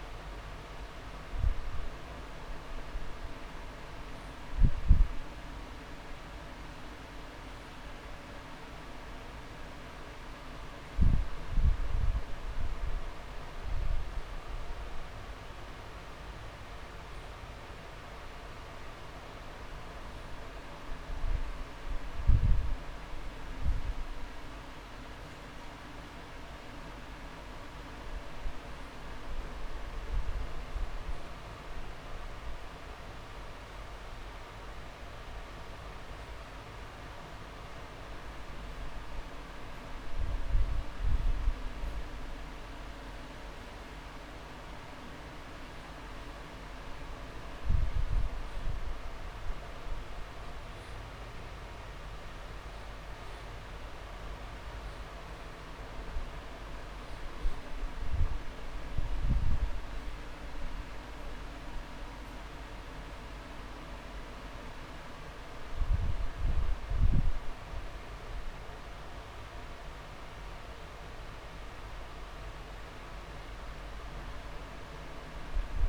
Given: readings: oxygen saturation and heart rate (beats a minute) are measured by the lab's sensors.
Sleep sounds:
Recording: breathing in sleep, hard to hear, by a room microphone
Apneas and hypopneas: none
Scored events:
25.00-27.00 s: long interval between heartbeats (device-marked)
50.50-52.50 s: long interval between heartbeats (device-marked)
68.00-70.00 s: long interval between heartbeats (device-marked)
From the record:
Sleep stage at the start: N2 (light sleep)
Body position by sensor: on the back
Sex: male

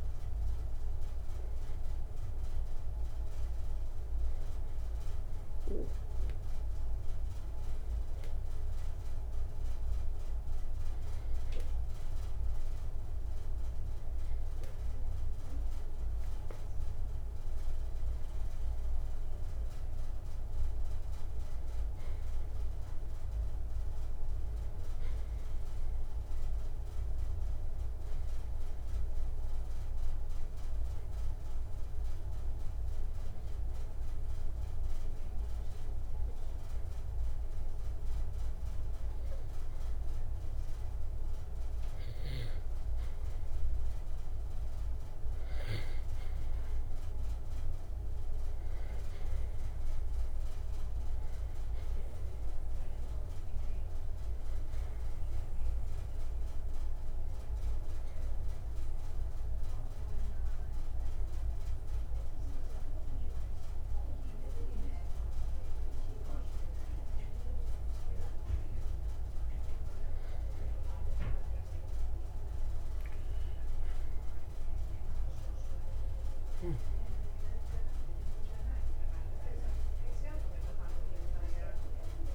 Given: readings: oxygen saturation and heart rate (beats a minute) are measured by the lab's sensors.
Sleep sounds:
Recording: breathing in sleep, hard to hear, by a room microphone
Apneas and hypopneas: 3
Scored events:
0.00-6.50 s: oxygen desaturation (device-marked, oxygen 90% lowest, heart rate 61 extreme)
9.00-19.00 s: hypopnea (oxygen 95% before, 89% lowest, heart rate 62 before, 62 extreme, up 3 after)
21.00-24.50 s: arousal
30.50-42.50 s: hypopnea (oxygen 95% before, 89% lowest, heart rate 64 before, 61 extreme, up 5 after)
53.00-57.00 s: arousal
59.50-69.50 s: obstructive apnea (oxygen 94% before, 89% lowest, heart rate 64 before, 61 extreme, up 4 after)
69.50-80.50 s: oxygen desaturation (device-marked, oxygen 94% before, 89% lowest, heart rate 63 before, 63 extreme)
74.00-78.00 s: arousal
From the record:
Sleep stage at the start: N2 (light sleep)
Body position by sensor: on the back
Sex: male

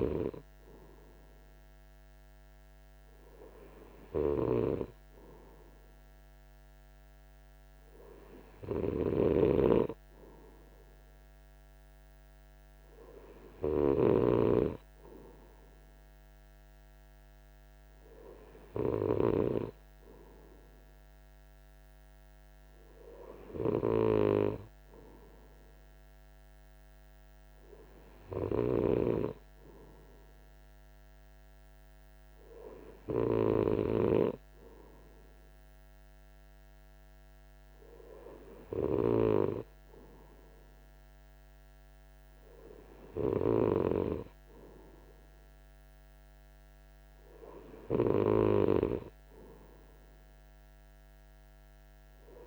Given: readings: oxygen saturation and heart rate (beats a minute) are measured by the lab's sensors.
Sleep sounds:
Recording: breathing in sleep by a microphone on the trachea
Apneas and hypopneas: none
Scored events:
none scored
From the record:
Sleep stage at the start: N3 (deep sleep)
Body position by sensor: on the right side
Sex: male

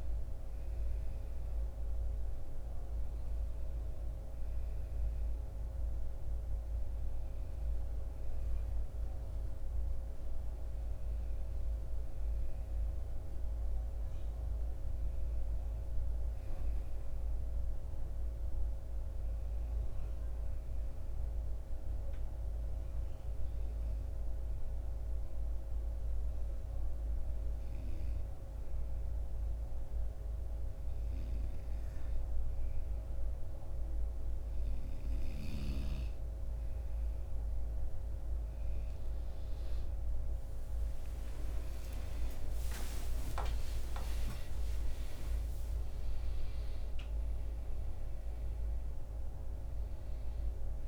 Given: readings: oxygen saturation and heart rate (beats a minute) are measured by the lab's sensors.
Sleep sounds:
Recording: breathing in sleep, hard to hear, by a room microphone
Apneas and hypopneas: 1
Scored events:
0.00-14.50 s: oxygen desaturation (device-marked, oxygen 92% lowest, heart rate 54 extreme)
21.00-34.00 s: obstructive apnea (oxygen 97% before, 90% lowest, heart rate 63 before, 54 extreme, up 24 after)
36.50-50.88 s: oxygen desaturation (device-marked, oxygen 95% before, 91% lowest, heart rate 57 before, 55 extreme)
41.00-45.00 s: arousal
From the record:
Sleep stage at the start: N2 (light sleep)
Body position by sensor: on the right side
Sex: male

